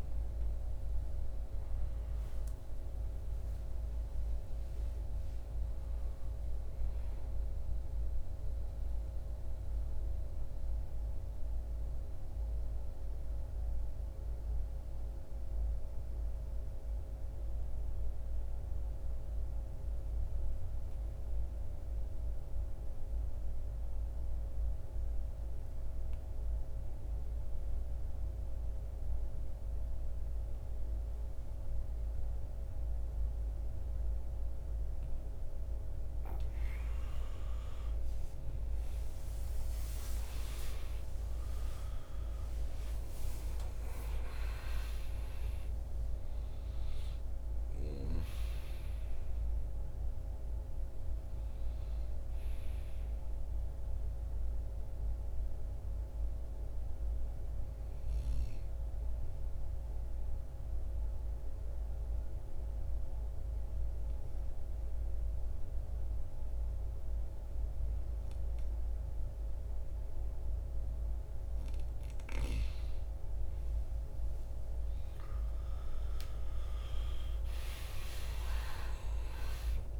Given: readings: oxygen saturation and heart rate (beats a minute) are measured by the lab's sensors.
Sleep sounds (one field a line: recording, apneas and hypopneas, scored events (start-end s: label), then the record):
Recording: breathing in sleep, hard to hear, by a room microphone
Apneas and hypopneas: 2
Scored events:
0.00-15.50 s: oxygen desaturation (device-marked, oxygen 84% lowest, heart rate 48 extreme)
7.00-36.00 s: mixed apnea (oxygen 97% before, 82% lowest, heart rate 64 before, 48 extreme, up 17 after)
33.50-65.50 s: oxygen desaturation (device-marked, oxygen 98% before, 82% lowest, heart rate 51 before, 50 extreme)
38.00-42.50 s: arousal
55.00-72.00 s: obstructive apnea (oxygen 98% before, 82% lowest, heart rate 64 before, 50 extreme, up 11 after)
74.50-78.50 s: arousal
From the record:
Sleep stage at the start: N2 (light sleep)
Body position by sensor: on the back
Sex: male